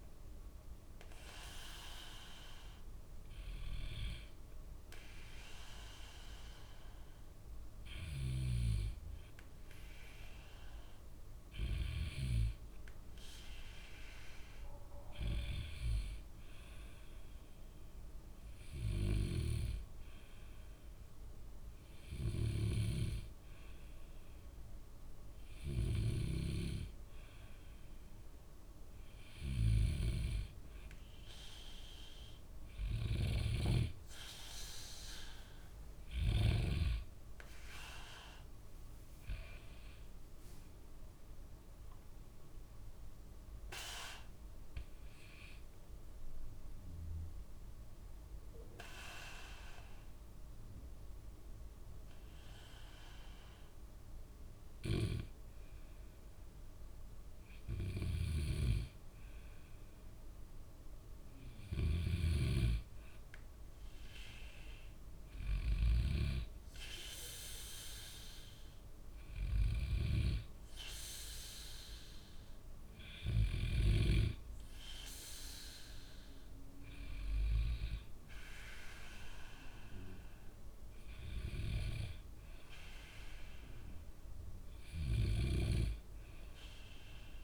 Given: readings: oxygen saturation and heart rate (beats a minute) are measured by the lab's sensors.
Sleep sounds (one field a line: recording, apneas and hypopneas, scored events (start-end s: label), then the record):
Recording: breathing in sleep by a room microphone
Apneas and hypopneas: 2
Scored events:
9.50-12.50 s: arousal
15.00-25.00 s: hypopnea (oxygen 97% before, 94% lowest, heart rate 61 before, 62 extreme, up 0 after)
25.50-28.50 s: arousal
46.50-58.00 s: obstructive apnea (oxygen 96% before, 94% lowest, heart rate 67 before, 59 extreme, up 5 after)
61.00-64.50 s: arousal
From the record:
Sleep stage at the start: N2 (light sleep)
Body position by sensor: on the back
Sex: male